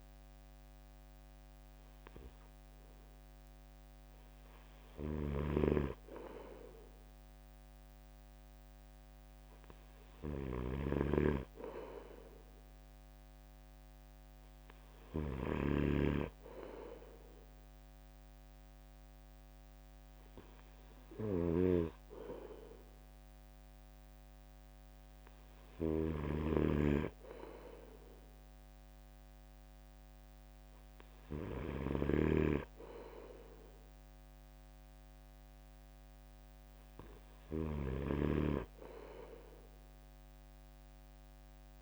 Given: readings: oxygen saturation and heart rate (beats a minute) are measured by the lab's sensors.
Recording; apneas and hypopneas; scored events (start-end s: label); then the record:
breathing in sleep by a microphone on the trachea; none
5.00-37.50 s: snoring (device-marked)
From the record:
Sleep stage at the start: N3 (deep sleep); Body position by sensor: on the right side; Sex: male